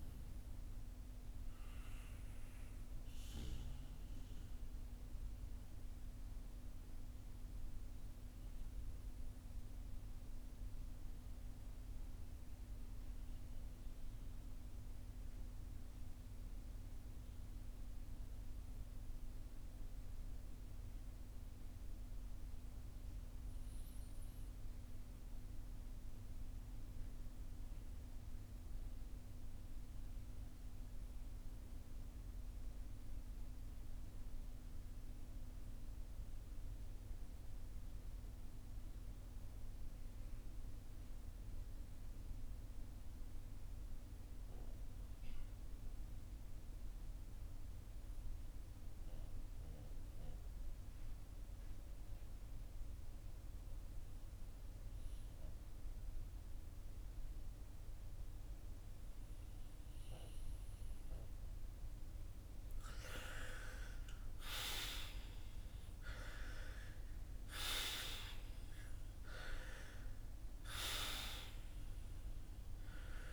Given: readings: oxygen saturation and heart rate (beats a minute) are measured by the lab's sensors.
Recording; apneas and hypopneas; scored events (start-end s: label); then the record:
breathing in sleep by a room microphone; 1
2.00-60.50 s: obstructive apnea (oxygen 97% before, 79% lowest, heart rate 60 before, 43 extreme, up 9 after)
44.50-73.33 s: oxygen desaturation (device-marked, oxygen 97% before, 79% lowest, heart rate 53 before, 44 extreme)
62.50-67.50 s: arousal
From the record:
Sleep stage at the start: N2 (light sleep); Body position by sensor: on the back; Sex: male